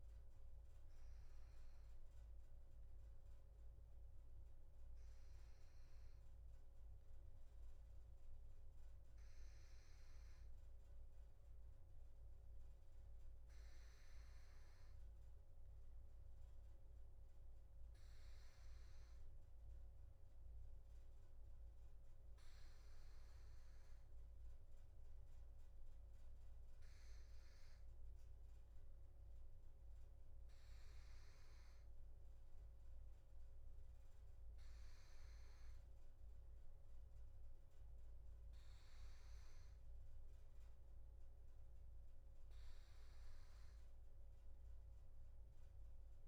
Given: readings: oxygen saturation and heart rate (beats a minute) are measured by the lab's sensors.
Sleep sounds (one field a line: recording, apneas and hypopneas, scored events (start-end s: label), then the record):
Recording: breathing in sleep, hard to hear, by a room microphone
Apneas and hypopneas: none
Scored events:
none scored
From the record:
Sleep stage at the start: N2 (light sleep)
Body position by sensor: on the back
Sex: male